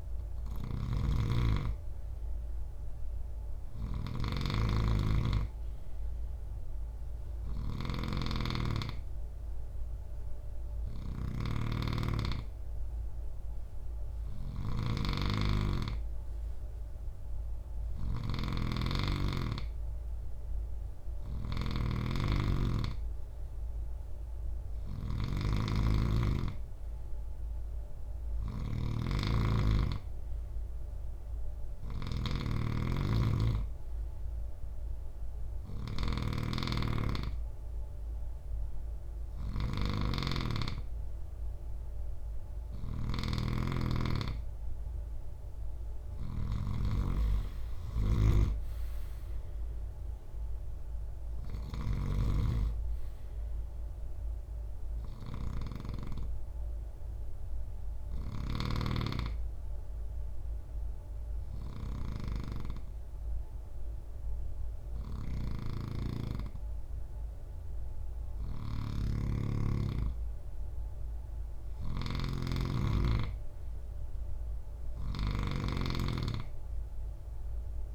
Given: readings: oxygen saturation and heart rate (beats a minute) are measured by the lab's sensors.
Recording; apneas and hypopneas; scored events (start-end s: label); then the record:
breathing in sleep by a room microphone; 1
0.00-51.50 s: snoring (device-marked)
55.00-67.00 s: hypopnea (oxygen 94% before, 93% lowest, heart rate 70 before, 63 extreme, up 4 after)
65.00-77.95 s: snoring (device-marked)
69.00-72.50 s: arousal
From the record:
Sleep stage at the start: N3 (deep sleep); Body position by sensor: on the right side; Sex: male